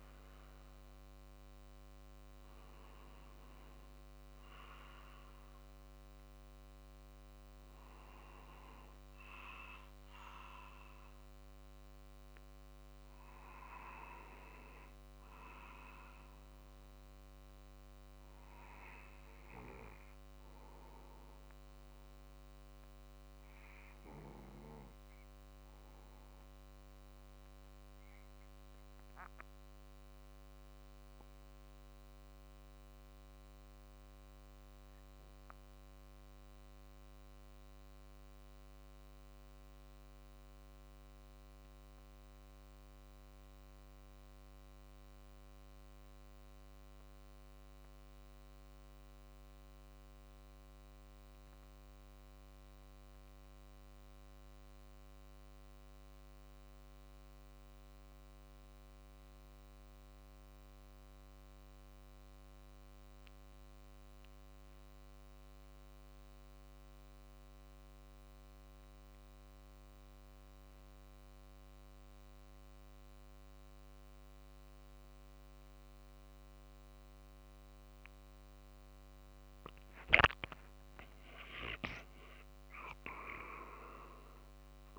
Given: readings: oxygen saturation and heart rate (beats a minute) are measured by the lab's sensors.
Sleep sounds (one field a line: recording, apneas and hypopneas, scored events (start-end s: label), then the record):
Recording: breathing in sleep by a microphone on the trachea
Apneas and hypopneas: 1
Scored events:
0.00-1.50 s: arousal
21.00-79.00 s: obstructive apnea (oxygen 97% before, 80% lowest, heart rate 48 before, 45 extreme, up 5 after)
23.00-37.00 s: oxygen desaturation (device-marked, oxygen 97% before, 94% lowest, heart rate 47 before, 45 extreme)
63.00-84.99 s: oxygen desaturation (device-marked, oxygen 96% before, 91% lowest, heart rate 47 before, 48 extreme)
From the record:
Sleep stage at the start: N2 (light sleep)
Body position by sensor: on the back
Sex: male